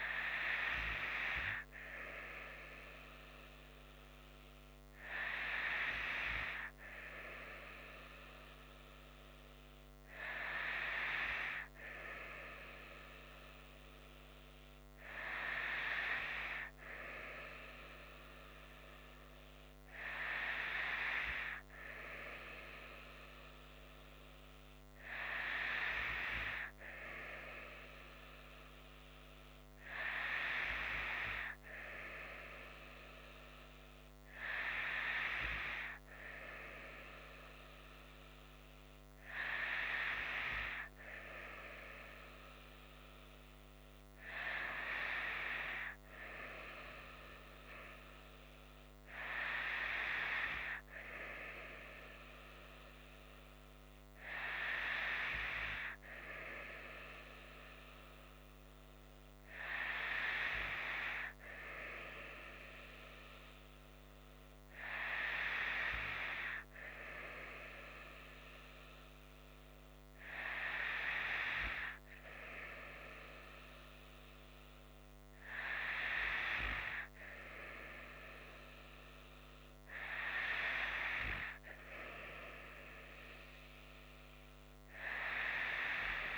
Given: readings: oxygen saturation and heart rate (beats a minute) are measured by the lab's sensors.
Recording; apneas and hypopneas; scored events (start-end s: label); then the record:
breathing in sleep by a microphone on the trachea; none
none scored
From the record:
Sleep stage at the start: N2 (light sleep); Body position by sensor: on the right side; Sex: female